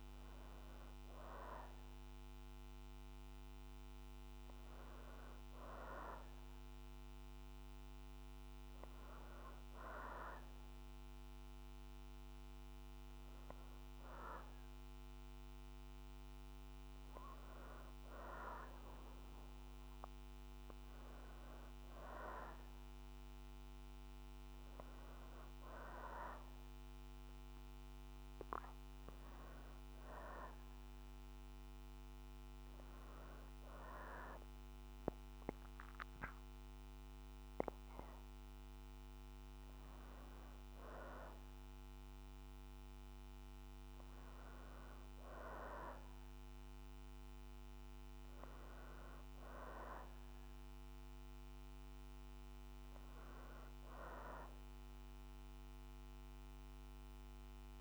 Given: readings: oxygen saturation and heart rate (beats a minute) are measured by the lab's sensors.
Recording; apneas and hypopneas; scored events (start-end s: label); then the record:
breathing in sleep by a microphone on the trachea; none
none scored
From the record:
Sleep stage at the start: REM sleep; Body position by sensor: on the back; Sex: female